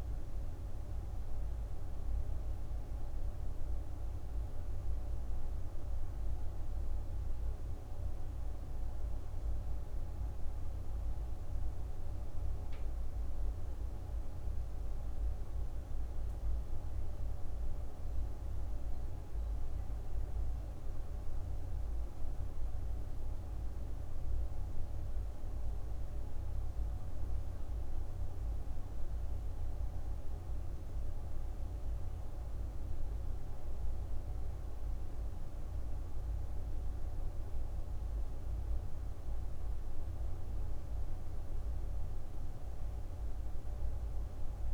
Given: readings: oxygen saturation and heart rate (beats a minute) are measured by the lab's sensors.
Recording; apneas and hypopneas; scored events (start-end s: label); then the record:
breathing in sleep, hard to hear, by a room microphone; none
none scored
From the record:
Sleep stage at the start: N1 (lightest sleep); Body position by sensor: on the right side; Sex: female